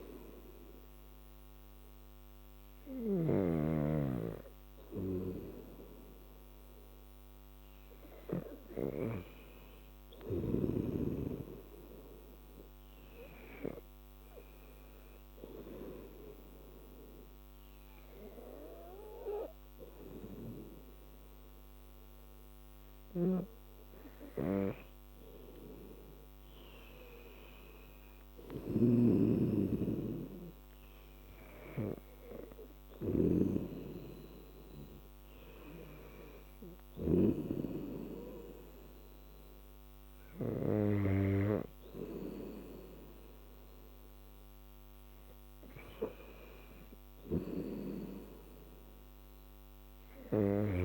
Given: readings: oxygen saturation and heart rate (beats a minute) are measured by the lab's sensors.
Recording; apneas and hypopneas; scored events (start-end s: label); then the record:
breathing in sleep by a microphone on the trachea; 1
0.00-3.50 s: snoring (device-marked)
10.50-23.50 s: hypopnea (oxygen 97% before, 94% lowest, heart rate 79 before, 75 extreme, up 10 after)
23.00-37.50 s: snoring (device-marked)
25.50-28.50 s: arousal
47.00-50.85 s: snoring (device-marked)
From the record:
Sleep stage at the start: N2 (light sleep); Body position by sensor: on the back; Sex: female